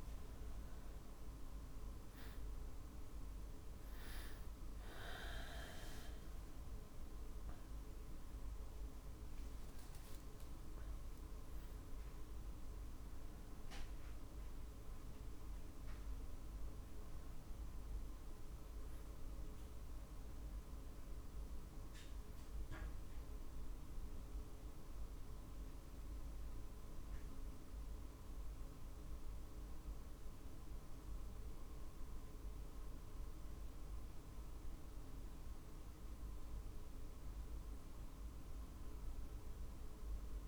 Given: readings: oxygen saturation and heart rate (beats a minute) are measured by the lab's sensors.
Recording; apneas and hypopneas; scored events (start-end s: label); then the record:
breathing in sleep, hard to hear, by a room microphone; none
0.00-1.50 s: arousal
0.00-16.50 s: oxygen desaturation (device-marked, oxygen 92% lowest, heart rate 49 extreme)
4.50-24.50 s: drop in pulse transit time (device-marked, heart rate 48 before, 52 extreme)
32.50-40.48 s: oxygen desaturation (device-marked, oxygen 94% before, 87% lowest, heart rate 53 before, 48 extreme)
From the record:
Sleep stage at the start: N2 (light sleep); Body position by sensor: on the back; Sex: male